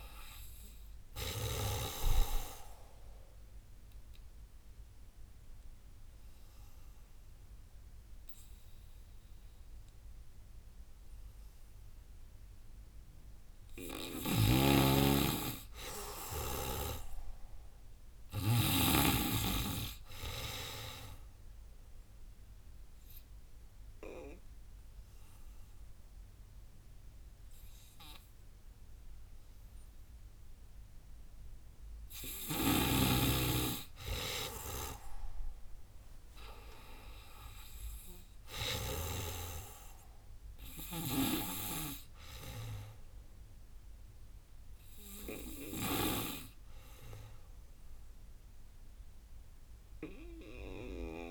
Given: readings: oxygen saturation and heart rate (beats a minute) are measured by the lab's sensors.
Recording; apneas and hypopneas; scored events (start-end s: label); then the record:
breathing in sleep by a room microphone; 2
0.00-2.00 s: tachycardia (device-marked, heart rate 107 before, 94 extreme)
1.00-9.00 s: drop in pulse transit time (device-marked, heart rate 103 before, 94 extreme)
2.00-12.50 s: obstructive apnea (oxygen 97% before, 89% lowest, heart rate 102 before, 79 extreme, up 17 after)
3.00-16.00 s: oxygen desaturation (device-marked, oxygen 96% before, 89% lowest, heart rate 102 before, 79 extreme)
3.50-5.50 s: long interval between heartbeats (device-marked, heart rate 102 before, 101 extreme)
6.00-8.00 s: long interval between heartbeats (device-marked, heart rate 101 before, 99 extreme)
8.00-10.00 s: long interval between heartbeats (device-marked, heart rate 101 before, 96 extreme)
13.00-15.00 s: long interval between heartbeats (device-marked, heart rate 99 before, 81 extreme)
14.00-18.50 s: snoring (device-marked)
14.50-17.50 s: arousal
18.00-20.00 s: long interval between heartbeats (device-marked, heart rate 93 before, 92 extreme)
20.50-31.00 s: obstructive apnea (oxygen 97% before, 91% lowest, heart rate 93 before, 74 extreme, up 22 after)
24.50-26.50 s: long interval between heartbeats (device-marked, heart rate 92 before, 91 extreme)
28.50-30.50 s: long interval between heartbeats (device-marked, heart rate 90 before, 94 extreme)
32.50-35.00 s: arousal
33.00-35.00 s: tachycardia (device-marked, heart rate 107 before, 106 extreme)
34.00-36.00 s: long interval between heartbeats (device-marked, heart rate 90 before, 98 extreme)
36.00-38.00 s: long interval between heartbeats (device-marked, heart rate 92 before, 106 extreme)
37.00-48.00 s: drop in pulse transit time (device-marked, heart rate 93 before, 75 extreme)
39.50-41.50 s: long interval between heartbeats (device-marked, heart rate 94 before, 100 extreme)
40.50-46.00 s: snoring (device-marked)
42.00-51.31 s: oxygen desaturation (device-marked, oxygen 97% before, 91% lowest, heart rate 96 before, 74 extreme)
47.00-49.00 s: long interval between heartbeats (device-marked, heart rate 95 before, 74 extreme)
49.50-51.31 s: long interval between heartbeats (device-marked, heart rate 93 before, 86 extreme)
From the record:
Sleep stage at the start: N2 (light sleep); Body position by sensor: on the back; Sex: female